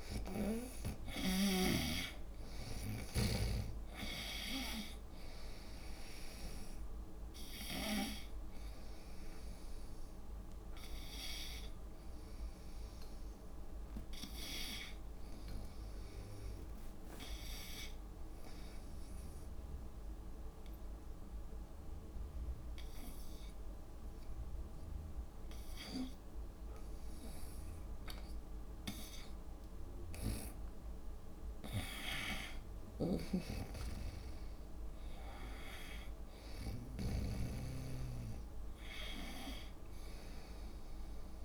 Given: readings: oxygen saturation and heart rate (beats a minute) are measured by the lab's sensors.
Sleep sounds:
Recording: breathing in sleep by a room microphone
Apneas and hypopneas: 1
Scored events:
0.00-3.50 s: snoring (device-marked)
0.00-16.00 s: oxygen desaturation (device-marked, oxygen 88% lowest, heart rate 71 extreme)
17.00-29.00 s: hypopnea (oxygen 95% before, 91% lowest, heart rate 73 before, 67 extreme, up 4 after)
31.00-35.50 s: arousal
33.00-37.50 s: snoring (device-marked)
From the record:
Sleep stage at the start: N2 (light sleep)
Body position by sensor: on the right side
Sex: female

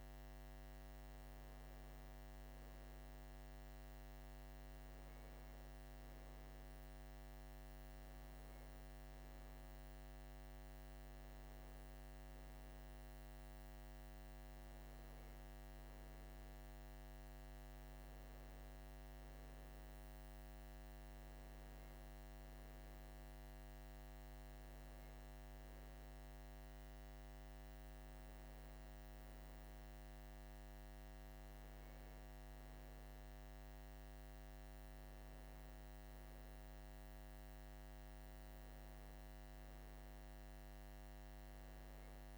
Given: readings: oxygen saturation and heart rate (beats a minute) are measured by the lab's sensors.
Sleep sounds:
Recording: breathing in sleep, hard to hear, by a microphone on the trachea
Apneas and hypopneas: none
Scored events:
none scored
From the record:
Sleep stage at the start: N2 (light sleep)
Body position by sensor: on the right side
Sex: male

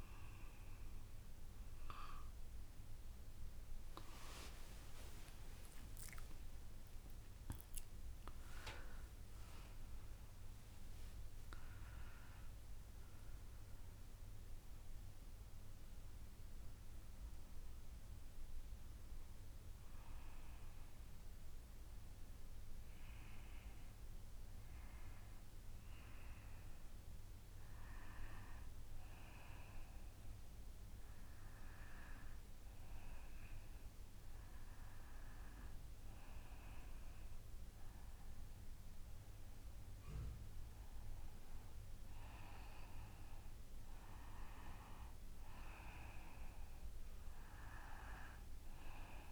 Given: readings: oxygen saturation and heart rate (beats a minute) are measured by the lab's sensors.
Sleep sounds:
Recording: breathing in sleep by a room microphone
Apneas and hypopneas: none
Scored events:
4.50-9.00 s: arousal
From the record:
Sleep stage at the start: N2 (light sleep)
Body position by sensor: on the back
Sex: female

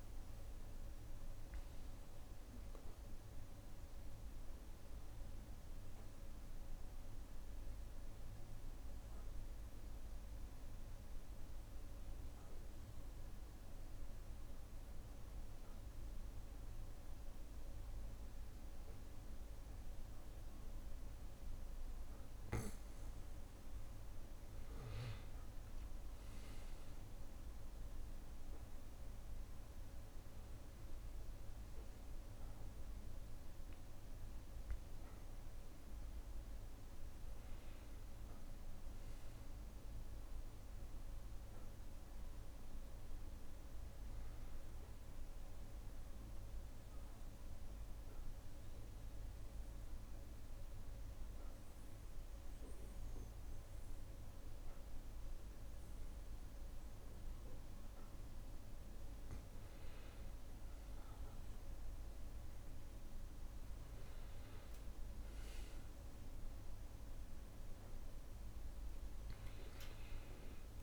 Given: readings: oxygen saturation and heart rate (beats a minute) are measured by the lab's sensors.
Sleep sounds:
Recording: breathing in sleep, hard to hear, by a room microphone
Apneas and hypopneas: 2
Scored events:
0.00-1.00 s: long interval between heartbeats (device-marked, heart rate 85 extreme)
4.50-21.50 s: mixed apnea (oxygen 100% before, 95% lowest, heart rate 74 before, 60 extreme, up 9 after)
21.00-23.00 s: long interval between heartbeats (device-marked, heart rate 66 before, 60 extreme)
25.50-31.50 s: arousal
27.50-46.50 s: oxygen desaturation (device-marked, oxygen 99% before, 96% lowest, heart rate 61 before, 59 extreme)
47.00-58.50 s: obstructive apnea (oxygen 99% before, 95% lowest, heart rate 64 before, 59 extreme, up 4 after)
65.50-67.50 s: long interval between heartbeats (device-marked, heart rate 60 before, 63 extreme)
66.00-70.50 s: arousal
From the record:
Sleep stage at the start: N1 (lightest sleep)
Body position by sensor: on the back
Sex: male

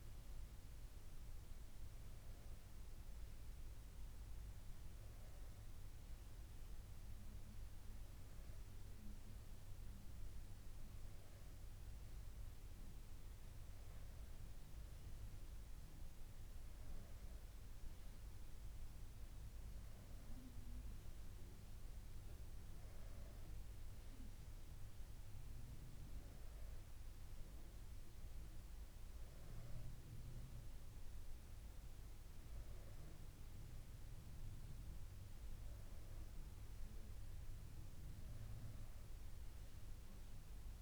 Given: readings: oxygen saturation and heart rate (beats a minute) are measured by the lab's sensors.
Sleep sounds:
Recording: breathing in sleep, hard to hear, by a room microphone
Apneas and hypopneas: none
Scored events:
none scored
From the record:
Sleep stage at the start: N2 (light sleep)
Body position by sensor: on the back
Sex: female

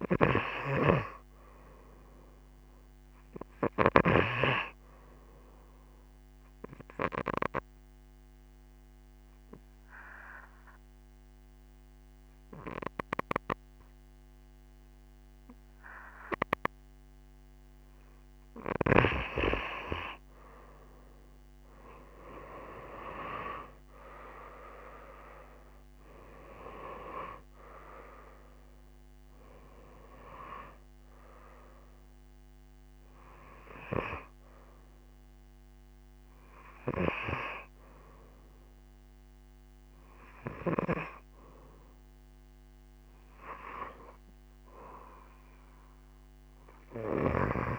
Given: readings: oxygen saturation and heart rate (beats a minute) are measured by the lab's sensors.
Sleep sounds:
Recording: breathing in sleep by a microphone on the trachea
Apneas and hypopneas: 1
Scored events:
0.00-4.00 s: snoring (device-marked)
7.00-18.50 s: obstructive apnea (oxygen 98% before, 89% lowest)
19.50-46.50 s: oxygen desaturation (device-marked, oxygen 94% before, 89% lowest, heart rate 53 before, 25 extreme)
22.00-26.00 s: arousal
From the record:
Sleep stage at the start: N2 (light sleep)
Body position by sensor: on the right side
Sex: female

